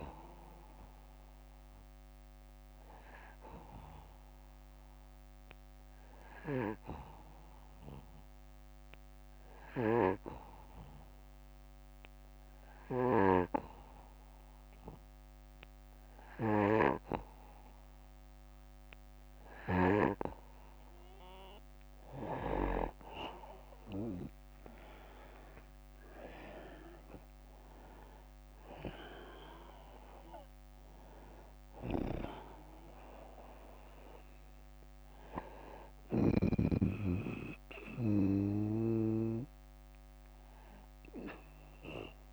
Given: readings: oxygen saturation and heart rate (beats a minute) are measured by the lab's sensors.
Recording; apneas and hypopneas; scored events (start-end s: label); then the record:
breathing in sleep by a microphone on the trachea; 1
4.00-19.50 s: hypopnea (oxygen 98% before, 92% lowest, heart rate 59 before, 59 extreme, up 8 after)
22.50-27.50 s: arousal
25.50-37.50 s: oxygen desaturation (device-marked, oxygen 95% before, 92% lowest, heart rate 60 before, 60 extreme)
35.00-38.50 s: snoring (device-marked)
From the record:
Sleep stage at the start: N2 (light sleep); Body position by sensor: on the back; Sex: male